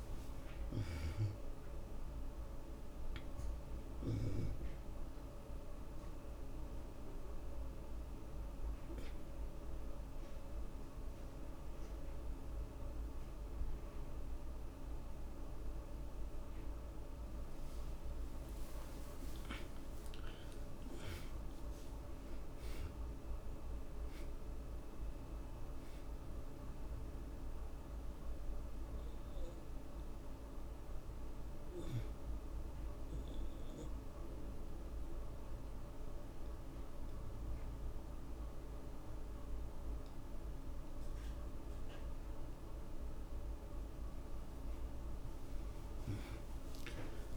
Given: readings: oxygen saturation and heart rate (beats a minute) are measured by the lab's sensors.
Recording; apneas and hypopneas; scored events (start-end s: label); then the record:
breathing in sleep, hard to hear, by a room microphone; 2
0.00-20.50 s: oxygen desaturation (device-marked, oxygen 72% lowest, heart rate 57 extreme)
6.00-17.50 s: obstructive apnea (oxygen 96% before, 71% lowest, heart rate 89 before, 57 extreme, up 25 after)
18.00-23.50 s: arousal
22.50-42.50 s: oxygen desaturation (device-marked, oxygen 94% before, 77% lowest, heart rate 71 before, 58 extreme)
27.00-43.00 s: obstructive apnea (oxygen 94% before, 71% lowest, heart rate 69 before, 63 extreme, up 24 after)
45.00-47.37 s: arousal
From the record:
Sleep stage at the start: N2 (light sleep); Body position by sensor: on the back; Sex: male